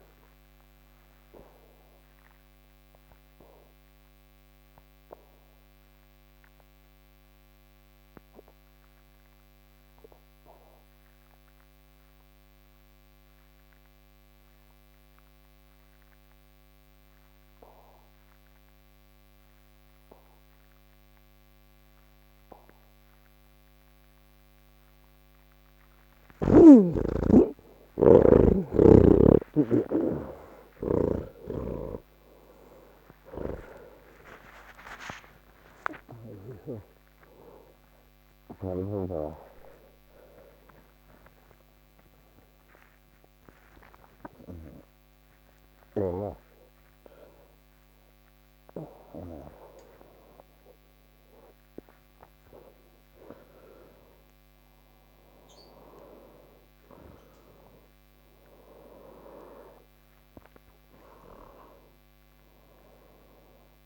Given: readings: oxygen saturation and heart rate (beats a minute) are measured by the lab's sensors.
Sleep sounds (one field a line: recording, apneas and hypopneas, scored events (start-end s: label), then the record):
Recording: breathing in sleep by a microphone on the trachea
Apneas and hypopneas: none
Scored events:
0.50-12.50 s: oxygen desaturation (device-marked, oxygen 95% before, 81% lowest, heart rate 76 before, 68 extreme)
21.50-38.50 s: oxygen desaturation (device-marked, oxygen 91% before, 85% lowest, heart rate 76 before, 71 extreme)
From the record:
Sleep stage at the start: N3 (deep sleep)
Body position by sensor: on the back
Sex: male